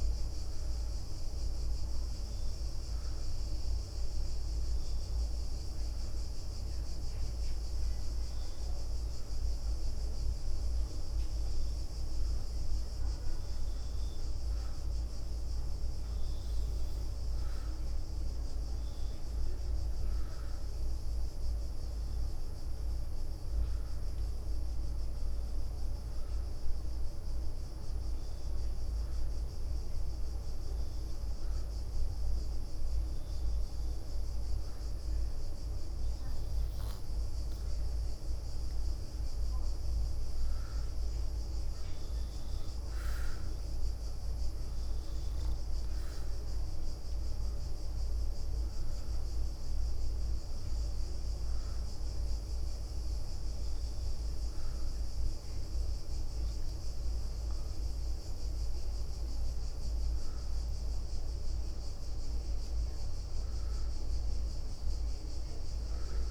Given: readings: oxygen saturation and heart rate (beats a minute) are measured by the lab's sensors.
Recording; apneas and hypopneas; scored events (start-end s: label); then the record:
breathing in sleep, hard to hear, by a room microphone; 2
0.00-9.00 s: leg movement (device-marked)
2.50-15.50 s: obstructive apnea (oxygen 92% before, 89% lowest, heart rate 73 before, 71 extreme, up 4 after)
10.00-16.50 s: leg movement (device-marked)
18.00-22.00 s: arousal
21.50-32.00 s: leg movement (device-marked)
26.50-37.50 s: obstructive apnea (oxygen 93% before, 89% lowest, heart rate 73 before, 71 extreme, up 5 after)
39.00-42.50 s: arousal
From the record:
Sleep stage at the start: N2 (light sleep); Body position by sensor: on the back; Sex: female